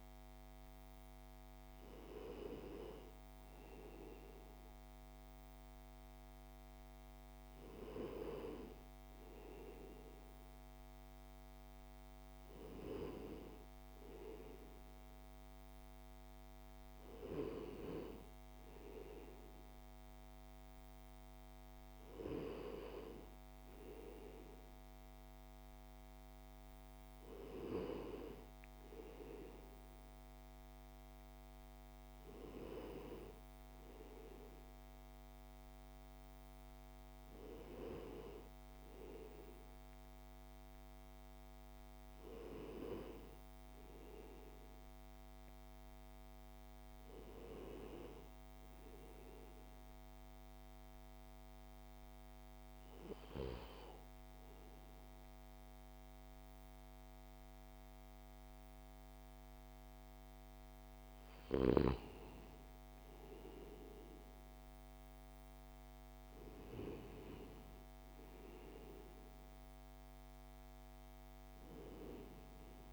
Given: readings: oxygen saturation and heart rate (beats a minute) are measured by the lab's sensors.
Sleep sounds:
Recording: breathing in sleep by a microphone on the trachea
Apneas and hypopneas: 1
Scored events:
49.00-61.50 s: hypopnea (oxygen 96% before, 93% lowest)
64.50-69.50 s: arousal
68.50-72.93 s: oxygen desaturation (device-marked, oxygen 96% before, 93% lowest)
From the record:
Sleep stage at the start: REM sleep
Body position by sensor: on the left side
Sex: male

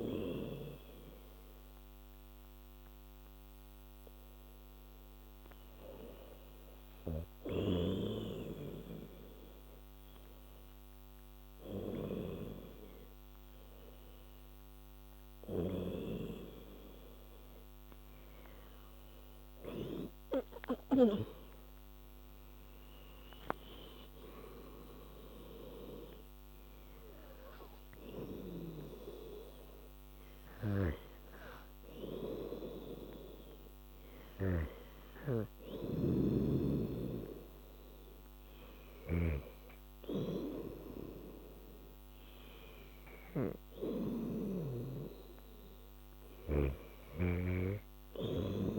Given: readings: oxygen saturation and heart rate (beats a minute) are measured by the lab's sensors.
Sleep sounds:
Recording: breathing in sleep by a microphone on the trachea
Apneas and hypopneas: none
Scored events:
35.50-45.00 s: snoring (device-marked)
From the record:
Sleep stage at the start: REM sleep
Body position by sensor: on the back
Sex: female

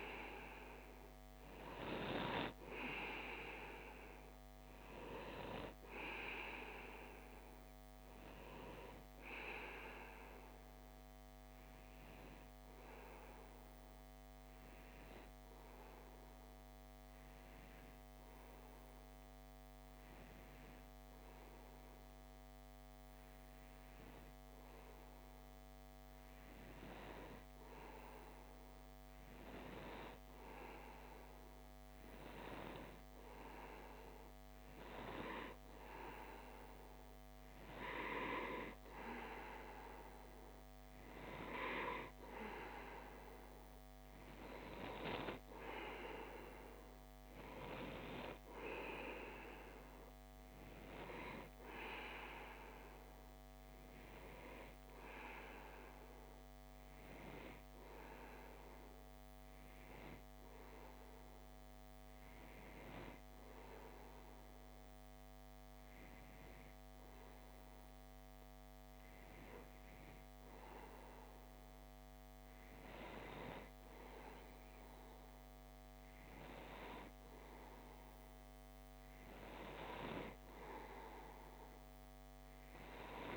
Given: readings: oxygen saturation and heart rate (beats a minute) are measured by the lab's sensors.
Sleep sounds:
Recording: breathing in sleep by a microphone on the trachea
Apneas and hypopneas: 2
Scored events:
10.50-24.50 s: obstructive apnea (oxygen 96% before, 93% lowest, heart rate 61 before, 60 extreme, up 2 after)
26.50-30.50 s: arousal
58.50-71.00 s: obstructive apnea (oxygen 94% before, 93% lowest, heart rate 62 before, 53 extreme, up 1 after)
73.50-77.00 s: arousal
From the record:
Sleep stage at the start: N2 (light sleep)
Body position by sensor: on the left side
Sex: male

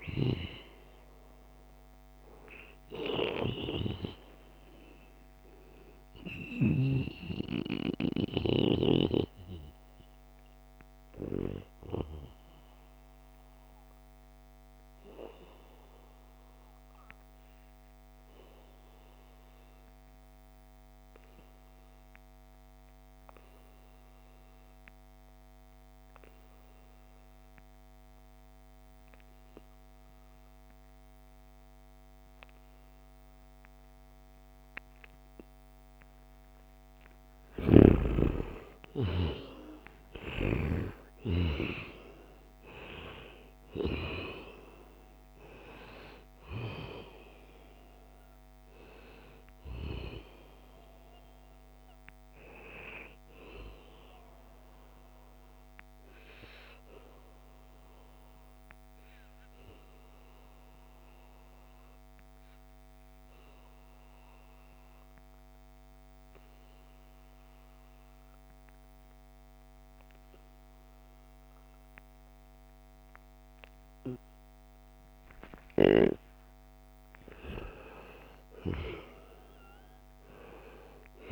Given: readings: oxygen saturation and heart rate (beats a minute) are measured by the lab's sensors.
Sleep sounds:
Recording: breathing in sleep by a microphone on the trachea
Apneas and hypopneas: 2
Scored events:
0.00-14.50 s: oxygen desaturation (device-marked, oxygen 89% lowest, heart rate 71 extreme)
3.50-7.50 s: arousal
4.00-6.00 s: long interval between heartbeats (device-marked, heart rate 77 before, 94 extreme)
13.50-36.50 s: obstructive apnea (oxygen 96% before, 89% lowest, heart rate 86 before, 71 extreme, up 5 after)
32.50-63.50 s: oxygen desaturation (device-marked, oxygen 97% before, 89% lowest, heart rate 78 before, 71 extreme)
37.50-41.00 s: arousal
46.00-48.00 s: long interval between heartbeats (device-marked, heart rate 73 before, 89 extreme)
57.50-74.50 s: obstructive apnea (oxygen 96% before, 90% lowest, heart rate 82 before, 73 extreme, up 10 after)
75.00-77.00 s: long interval between heartbeats (device-marked, heart rate 76 before, 81 extreme)
75.50-79.00 s: arousal
From the record:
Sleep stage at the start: N2 (light sleep)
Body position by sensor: on the back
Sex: male

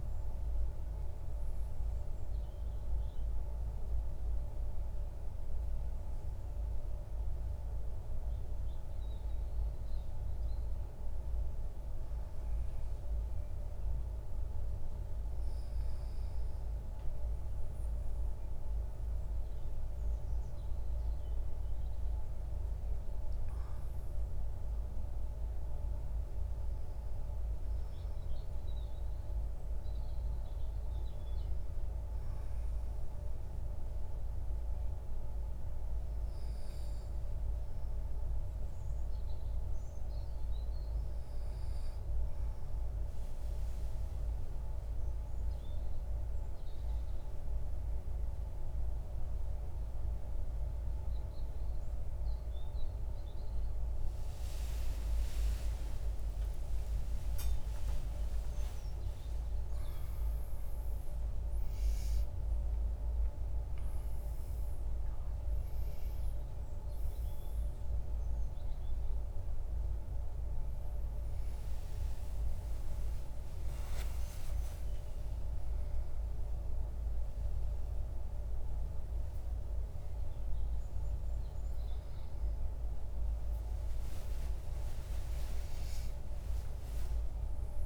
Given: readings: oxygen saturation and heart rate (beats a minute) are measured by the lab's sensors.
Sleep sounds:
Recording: a person partly awake in a sleep study, hard to hear, by a room microphone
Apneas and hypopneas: none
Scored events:
65.00-87.86 s: new sleep stage, awake
From the record:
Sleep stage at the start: N1 (lightest sleep)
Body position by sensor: on the back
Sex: male

